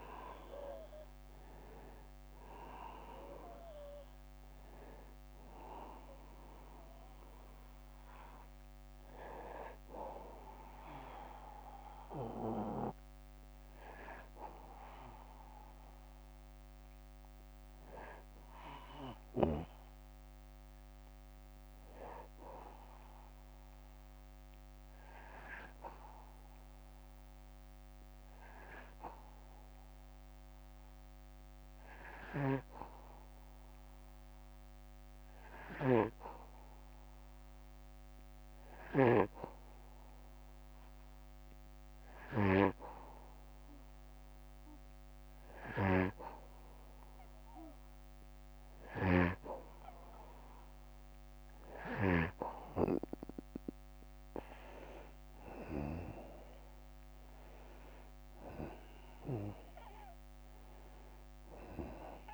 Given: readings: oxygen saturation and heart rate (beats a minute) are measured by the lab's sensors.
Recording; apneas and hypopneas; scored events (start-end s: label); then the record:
breathing in sleep by a microphone on the trachea; 1
0.00-3.50 s: arousal
0.00-17.00 s: oxygen desaturation (device-marked, oxygen 90% lowest, heart rate 59 extreme)
19.00-45.00 s: hypopnea (oxygen 96% before, 86% lowest, heart rate 65 before, 59 extreme, up 3 after)
23.00-35.00 s: oxygen desaturation (device-marked, oxygen 92% before, 86% lowest, heart rate 64 before, 59 extreme)
31.50-38.50 s: snoring (device-marked)
45.00-51.50 s: snoring (device-marked)
56.00-61.00 s: arousal
From the record:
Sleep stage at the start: N2 (light sleep); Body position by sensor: on the back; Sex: male